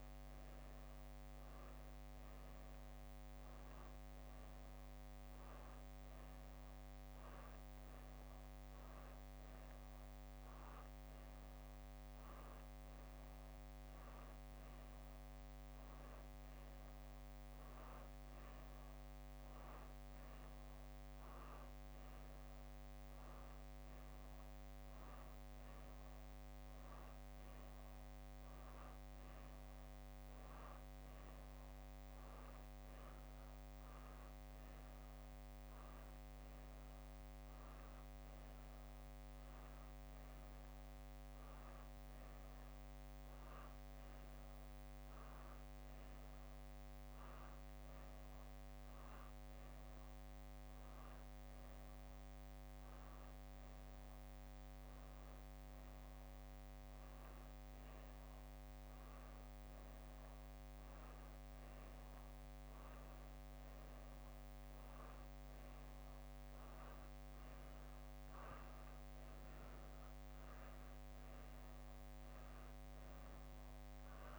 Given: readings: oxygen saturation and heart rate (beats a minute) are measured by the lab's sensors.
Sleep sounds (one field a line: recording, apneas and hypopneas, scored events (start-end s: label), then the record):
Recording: a person awake in a sleep study, hard to hear, by a microphone on the trachea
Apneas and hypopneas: none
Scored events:
2.00-9.00 s: leg movement (device-marked)
13.50-22.50 s: leg movement (device-marked)
26.50-34.50 s: leg movement (device-marked)
40.50-48.50 s: leg movement (device-marked)
65.50-74.00 s: leg movement (device-marked)
67.00-74.39 s: drop in pulse transit time (device-marked, heart rate 64 before, 68 extreme)
From the record:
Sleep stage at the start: awake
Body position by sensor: on the back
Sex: female